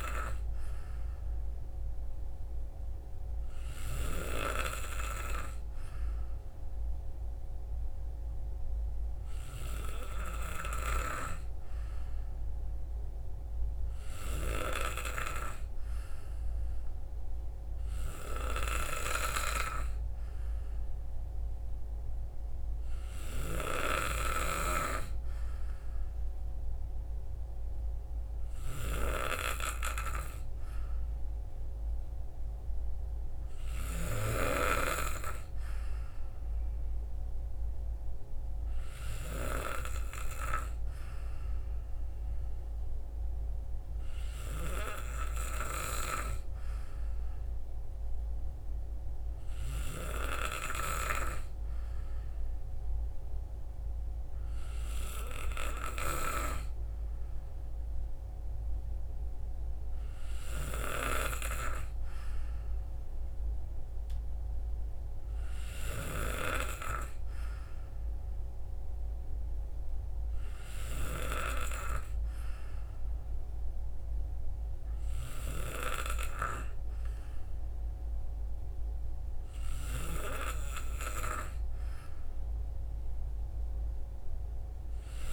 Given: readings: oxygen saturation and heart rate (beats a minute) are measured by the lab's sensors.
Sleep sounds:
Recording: breathing in sleep by a room microphone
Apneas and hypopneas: 2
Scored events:
6.50-24.50 s: obstructive apnea (oxygen 94% before, 91% lowest, heart rate 60 before, 59 extreme, up 3 after)
26.50-29.50 s: arousal
44.50-60.50 s: hypopnea (oxygen 93% before, 91% lowest, heart rate 61 before, 59 extreme, up 2 after)
63.00-67.00 s: arousal
From the record:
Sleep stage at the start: N2 (light sleep)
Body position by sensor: on the back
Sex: male

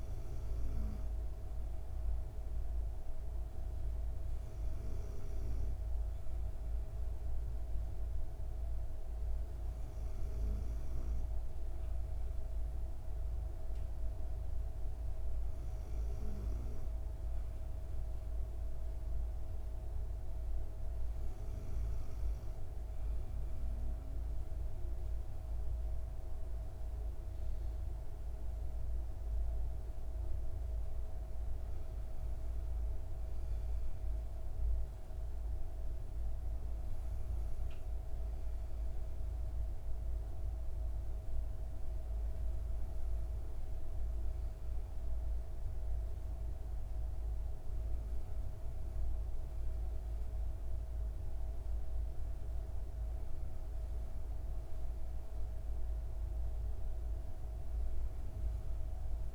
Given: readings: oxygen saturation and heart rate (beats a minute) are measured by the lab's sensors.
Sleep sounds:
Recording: breathing in sleep, hard to hear, by a room microphone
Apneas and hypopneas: none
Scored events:
none scored
From the record:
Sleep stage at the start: N2 (light sleep)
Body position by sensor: on the back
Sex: female

